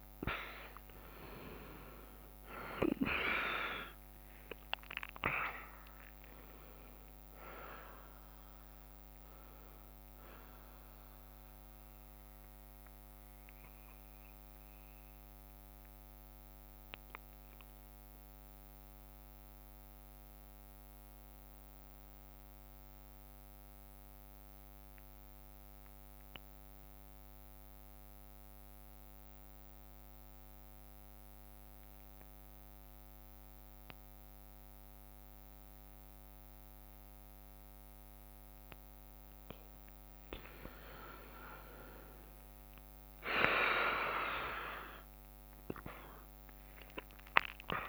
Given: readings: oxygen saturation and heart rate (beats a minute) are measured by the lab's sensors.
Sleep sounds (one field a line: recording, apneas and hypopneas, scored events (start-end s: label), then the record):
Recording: breathing in sleep by a microphone on the trachea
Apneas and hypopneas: 1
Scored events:
0.00-2.00 s: arousal
0.00-13.50 s: drop in pulse transit time (device-marked, heart rate 59 extreme)
0.00-24.50 s: oxygen desaturation (device-marked, oxygen 89% lowest, heart rate 57 extreme)
11.50-37.50 s: mixed apnea (oxygen 99% before, 89% lowest, heart rate 62 before, 55 extreme, up 4 after)
12.50-20.50 s: bradycardia (device-marked, heart rate 62 before, 57 extreme)
32.50-38.50 s: bradycardia (device-marked, heart rate 62 before, 59 extreme)
41.00-46.00 s: arousal
41.50-47.89 s: oxygen desaturation (device-marked, oxygen 98% before, 93% lowest, heart rate 60 before, 55 extreme)
43.50-47.89 s: drop in pulse transit time (device-marked, heart rate 60 before, 62 extreme)
From the record:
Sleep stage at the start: N2 (light sleep)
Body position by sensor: on the back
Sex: female